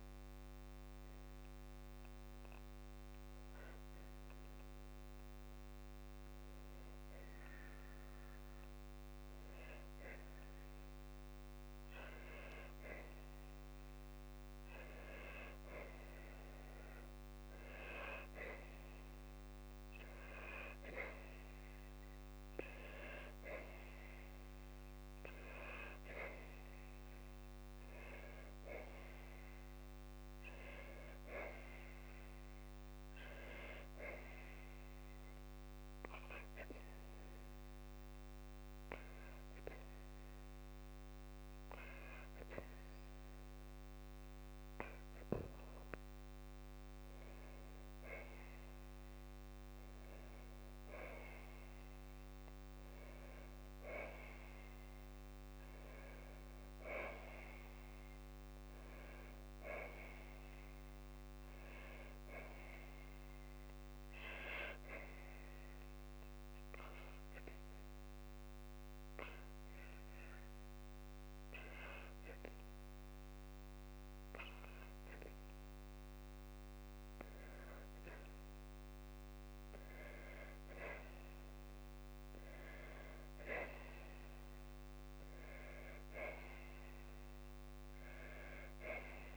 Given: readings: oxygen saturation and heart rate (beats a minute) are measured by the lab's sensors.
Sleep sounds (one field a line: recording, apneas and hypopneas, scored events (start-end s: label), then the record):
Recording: breathing in sleep by a microphone on the trachea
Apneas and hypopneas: 1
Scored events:
26.00-39.00 s: oxygen desaturation (device-marked, oxygen 98% before, 94% lowest, heart rate 58 before, 57 extreme)
42.50-44.50 s: long interval between heartbeats (device-marked, heart rate 59 before, 69 extreme)
46.00-49.50 s: arousal
70.00-80.00 s: obstructive apnea (oxygen 95% before, 93% lowest, heart rate 58 before, 57 extreme, up 5 after)
82.50-86.50 s: arousal
From the record:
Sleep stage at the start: N2 (light sleep)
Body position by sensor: on the back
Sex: female